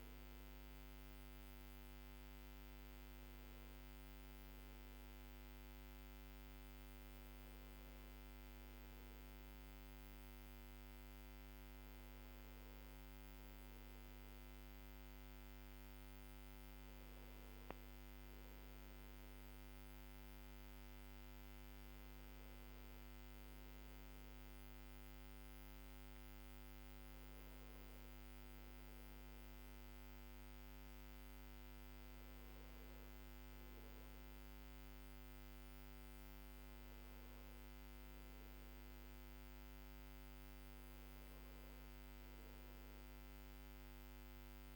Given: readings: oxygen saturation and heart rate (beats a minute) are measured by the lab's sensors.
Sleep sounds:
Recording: a person awake in a sleep study, hard to hear, by a microphone on the trachea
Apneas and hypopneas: none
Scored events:
none scored
From the record:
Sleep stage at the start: awake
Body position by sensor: on the back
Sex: male

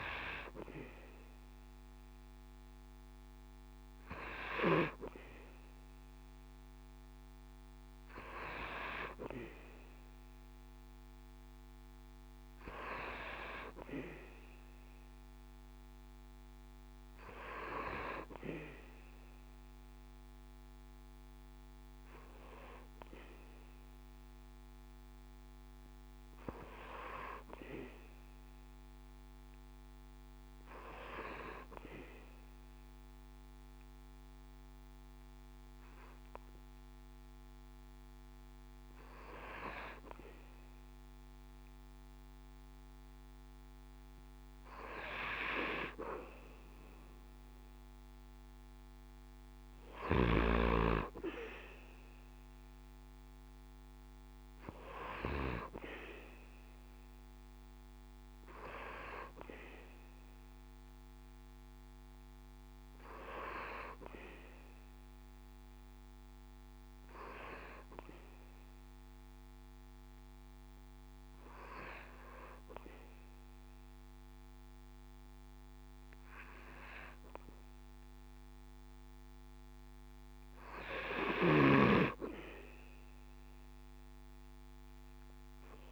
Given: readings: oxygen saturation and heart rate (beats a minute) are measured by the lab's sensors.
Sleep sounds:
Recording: breathing in sleep by a microphone on the trachea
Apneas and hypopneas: 1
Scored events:
67.50-80.00 s: hypopnea (oxygen 95% before, 93% lowest, heart rate 70 before, 65 extreme, up 4 after)
From the record:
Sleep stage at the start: N2 (light sleep)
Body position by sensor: on the back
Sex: male

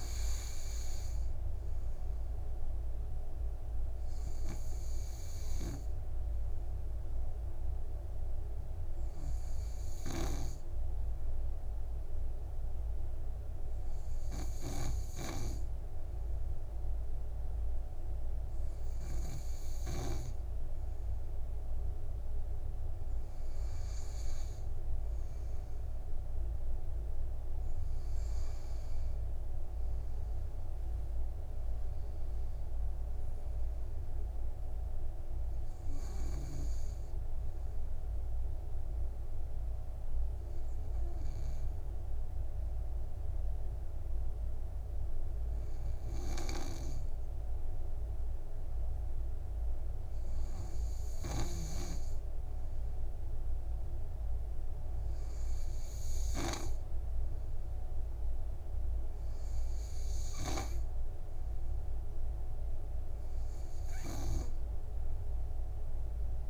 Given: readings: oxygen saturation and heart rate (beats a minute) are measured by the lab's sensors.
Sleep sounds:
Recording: breathing in sleep by a room microphone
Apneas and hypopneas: 1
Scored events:
39.00-52.00 s: obstructive apnea (oxygen 95% before, 92% lowest, heart rate 64 before, 57 extreme, up 6 after)
54.00-57.00 s: arousal
63.00-66.50 s: oxygen desaturation (device-marked, oxygen 97% before, 92% lowest, heart rate 60 before, 57 extreme)
From the record:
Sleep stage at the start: N2 (light sleep)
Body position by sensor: on the back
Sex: male

